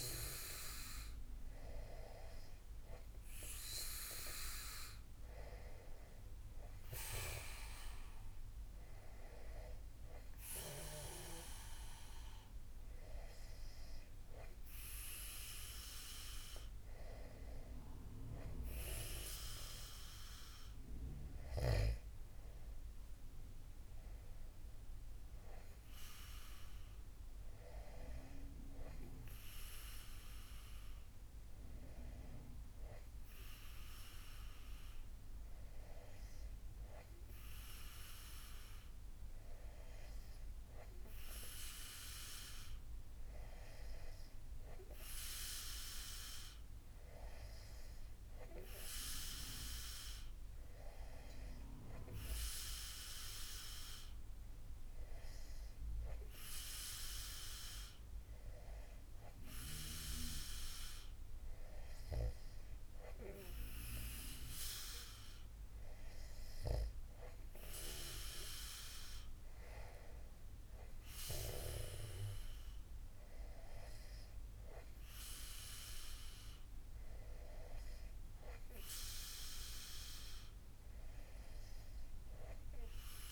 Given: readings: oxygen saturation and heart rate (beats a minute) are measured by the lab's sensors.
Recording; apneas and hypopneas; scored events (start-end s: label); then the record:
breathing in sleep by a room microphone; none
none scored
From the record:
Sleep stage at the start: N2 (light sleep); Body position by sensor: on the back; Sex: male